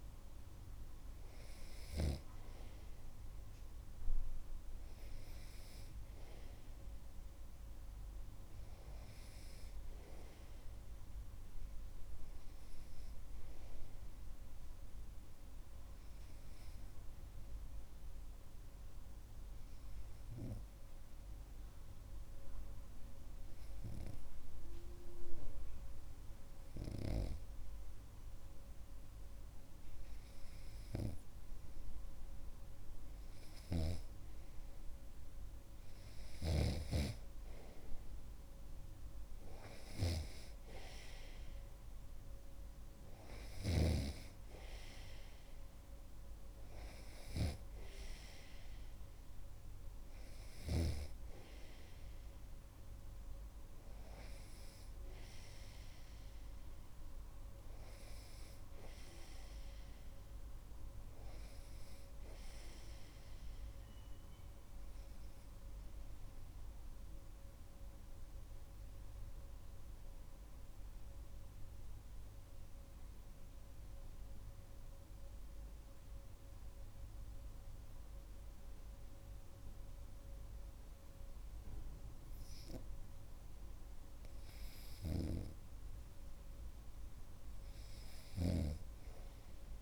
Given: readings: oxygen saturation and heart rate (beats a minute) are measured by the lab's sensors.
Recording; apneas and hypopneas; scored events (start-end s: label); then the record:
breathing in sleep by a room microphone; 2
0.00-2.50 s: snoring (device-marked)
17.00-30.50 s: obstructive apnea (oxygen 98% before, 96% lowest)
33.00-35.00 s: arousal
66.00-84.50 s: obstructive apnea (oxygen 98% before, 93% lowest)
69.00-89.82 s: new sleep stage, REM sleep
85.00-89.00 s: snoring (device-marked)
88.00-89.82 s: arousal
From the record:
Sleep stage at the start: N2 (light sleep); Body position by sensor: on the right side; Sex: male